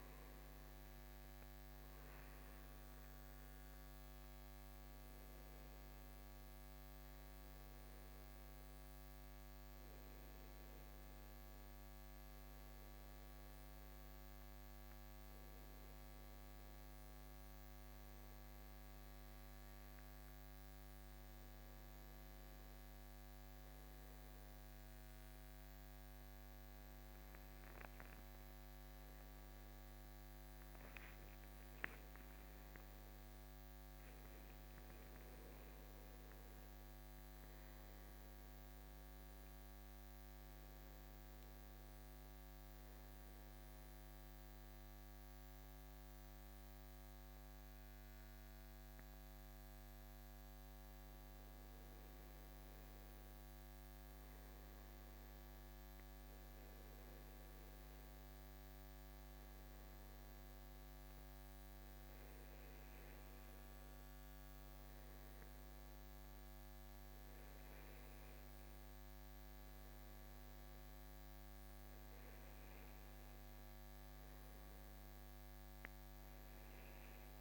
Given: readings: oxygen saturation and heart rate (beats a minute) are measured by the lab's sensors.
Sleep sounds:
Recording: a person partly awake in a sleep study, hard to hear, by a microphone on the trachea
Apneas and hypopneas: none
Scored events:
2.00-77.41 s: new sleep stage, N1 (lightest sleep)
From the record:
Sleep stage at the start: awake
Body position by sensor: on the right side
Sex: male

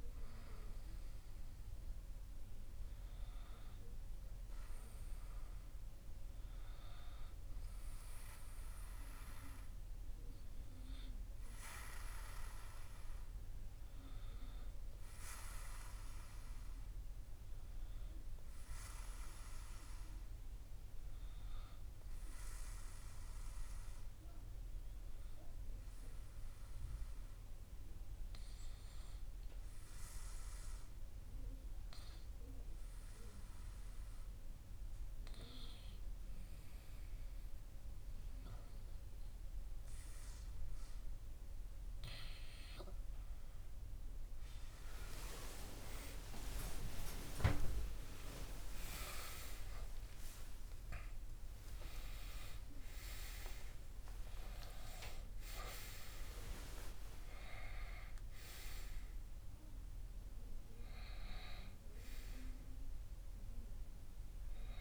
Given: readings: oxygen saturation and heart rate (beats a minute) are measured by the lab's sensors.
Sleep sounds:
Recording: breathing in sleep by a room microphone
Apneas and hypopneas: 1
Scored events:
20.50-64.81 s: new sleep stage, N2 (light sleep)
25.50-41.50 s: hypopnea (oxygen 98% before, 93% lowest, heart rate 59 before, 59 extreme, up 25 after)
44.50-49.00 s: arousal
59.50-64.81 s: oxygen desaturation (device-marked, oxygen 96% before, 93% lowest, heart rate 72 before, 60 extreme)
From the record:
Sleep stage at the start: REM sleep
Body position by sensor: on the back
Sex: male

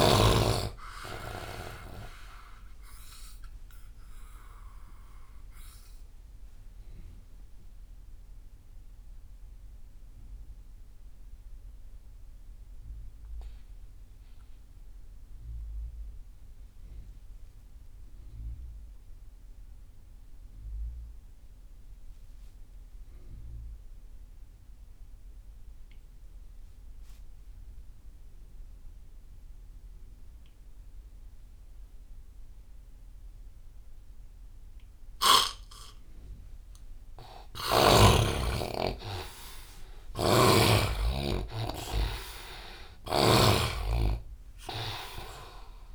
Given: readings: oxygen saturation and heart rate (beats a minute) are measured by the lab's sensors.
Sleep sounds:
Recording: breathing in sleep by a room microphone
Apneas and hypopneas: 1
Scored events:
0.00-25.50 s: oxygen desaturation (device-marked, oxygen 83% lowest)
7.00-36.00 s: mixed apnea (oxygen 99% before, 83% lowest)
38.00-42.50 s: arousal
40.00-45.95 s: snoring (device-marked)
41.50-45.95 s: oxygen desaturation (device-marked, oxygen 97% before, 83% lowest)
From the record:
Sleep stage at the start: N2 (light sleep)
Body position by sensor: on the right side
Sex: male

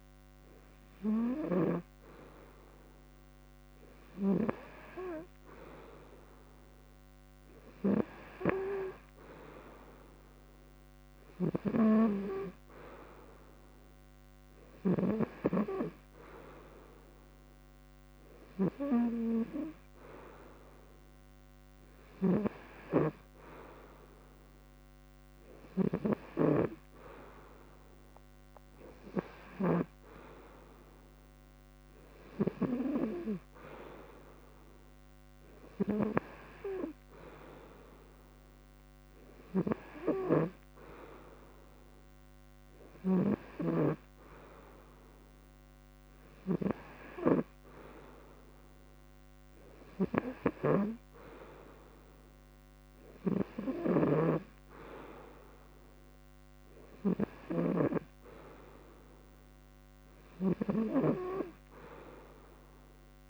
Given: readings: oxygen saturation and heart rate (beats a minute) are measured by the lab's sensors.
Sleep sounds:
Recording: breathing in sleep by a microphone on the trachea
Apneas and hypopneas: none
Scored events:
0.00-1.50 s: snoring (device-marked)
21.50-29.50 s: snoring (device-marked)
39.00-43.00 s: snoring (device-marked)
53.00-60.50 s: snoring (device-marked)
From the record:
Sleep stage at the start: N2 (light sleep)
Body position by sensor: on the front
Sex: male

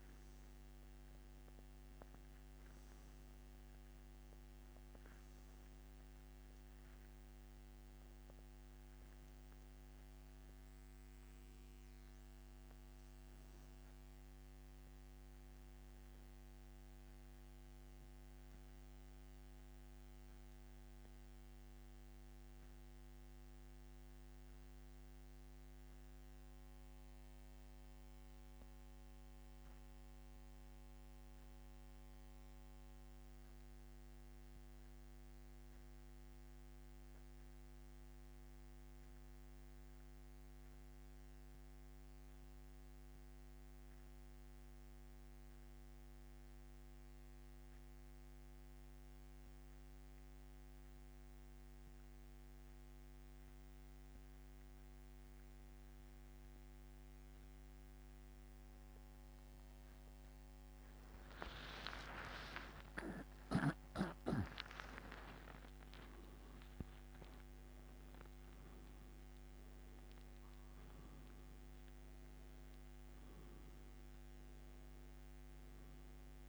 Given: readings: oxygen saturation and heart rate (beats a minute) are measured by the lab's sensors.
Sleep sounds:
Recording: breathing in sleep, hard to hear, by a microphone on the trachea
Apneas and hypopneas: 1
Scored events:
15.00-49.00 s: oxygen desaturation (device-marked, oxygen 96% before, 85% lowest, heart rate 86 before, 66 extreme)
22.00-60.00 s: mixed apnea (oxygen 96% before, 83% lowest, heart rate 88 before, 66 extreme, up 38 after)
61.50-65.00 s: arousal
73.00-76.49 s: new sleep stage, N1 (lightest sleep)
From the record:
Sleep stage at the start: N2 (light sleep)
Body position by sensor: on the back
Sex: male

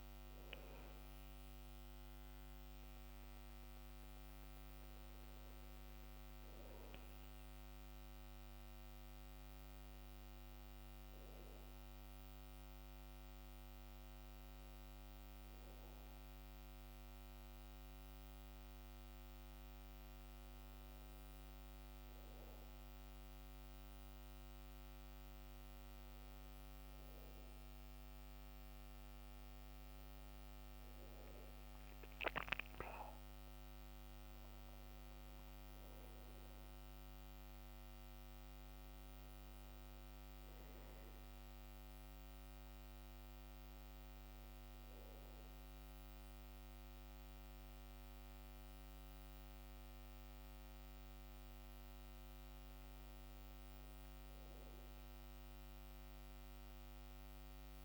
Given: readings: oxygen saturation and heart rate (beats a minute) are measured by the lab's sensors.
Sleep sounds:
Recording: a person awake in a sleep study, hard to hear, by a microphone on the trachea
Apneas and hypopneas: none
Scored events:
0.00-6.50 s: oxygen desaturation (device-marked, oxygen 86% lowest, heart rate 66 extreme)
45.50-57.85 s: new sleep stage, N1 (lightest sleep)
From the record:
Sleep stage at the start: awake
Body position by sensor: on the back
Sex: male

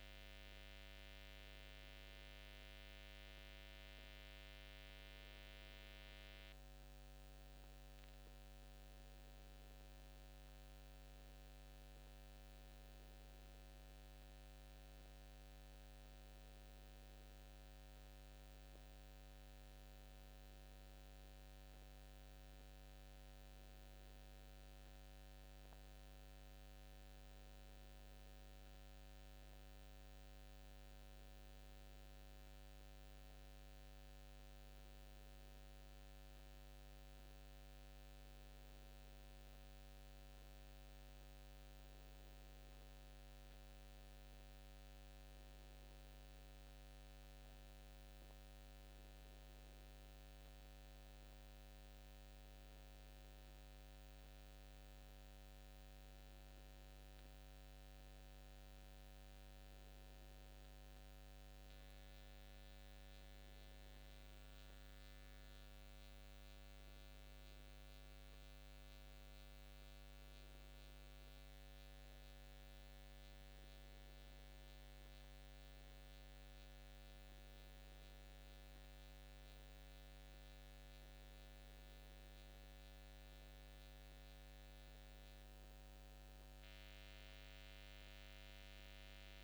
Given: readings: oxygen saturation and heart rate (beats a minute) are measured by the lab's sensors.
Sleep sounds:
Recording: breathing in sleep, hard to hear, by a microphone on the trachea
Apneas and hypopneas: none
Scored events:
1.50-3.50 s: long interval between heartbeats (device-marked, heart rate 82 before, 94 extreme)
13.50-15.50 s: long interval between heartbeats (device-marked, heart rate 88 before, 90 extreme)
28.50-30.50 s: long interval between heartbeats (device-marked, heart rate 84 before, 88 extreme)
From the record:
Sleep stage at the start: N1 (lightest sleep)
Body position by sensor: on the back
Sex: male

